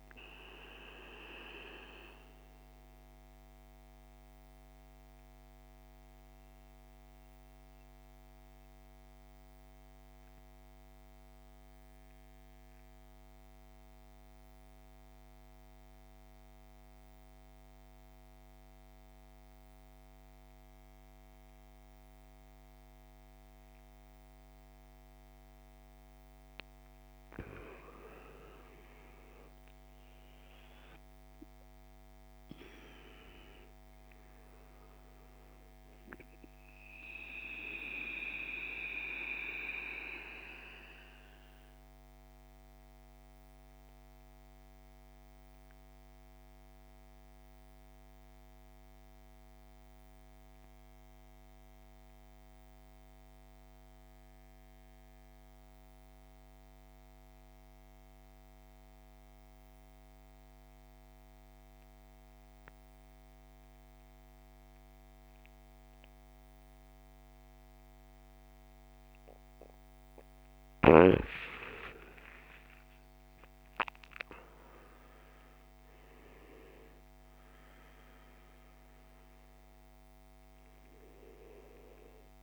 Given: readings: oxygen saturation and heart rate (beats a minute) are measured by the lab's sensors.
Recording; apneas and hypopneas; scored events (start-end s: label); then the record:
breathing in sleep by a microphone on the trachea; 2
0.00-20.50 s: oxygen desaturation (device-marked, oxygen 82% lowest)
0.50-26.00 s: mixed apnea (oxygen 99% before, 82% lowest)
28.00-32.00 s: arousal
32.50-58.50 s: oxygen desaturation (device-marked, oxygen 98% before, 87% lowest)
38.50-70.00 s: mixed apnea (oxygen 99% before, 84% lowest)
60.50-82.43 s: oxygen desaturation (device-marked, oxygen 99% before, 84% lowest)
71.00-75.00 s: arousal
From the record:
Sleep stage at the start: N2 (light sleep); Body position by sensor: on the back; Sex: male